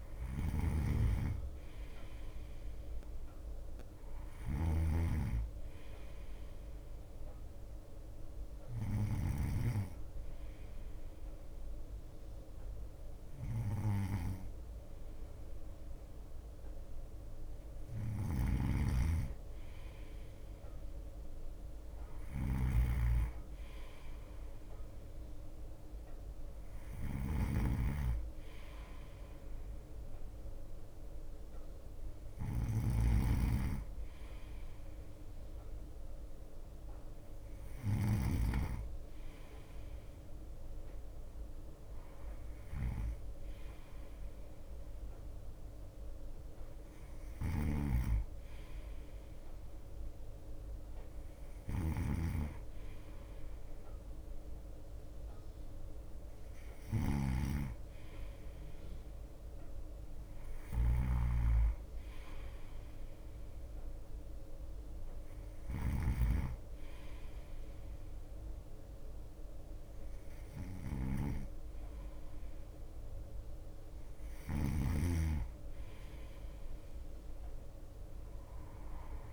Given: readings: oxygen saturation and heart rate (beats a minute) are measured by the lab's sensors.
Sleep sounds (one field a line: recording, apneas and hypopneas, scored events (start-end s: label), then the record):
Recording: breathing in sleep by a room microphone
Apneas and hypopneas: none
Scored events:
0.00-19.50 s: bradycardia (device-marked, heart rate 56 extreme)
0.00-38.50 s: snoring (device-marked)
22.50-77.50 s: bradycardia (device-marked, heart rate 57 before, 55 extreme)
41.50-51.50 s: drop in pulse transit time (device-marked, heart rate 57 before, 57 extreme)
47.50-75.00 s: snoring (device-marked)
From the record:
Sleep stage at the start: N2 (light sleep)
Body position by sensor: on the right side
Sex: male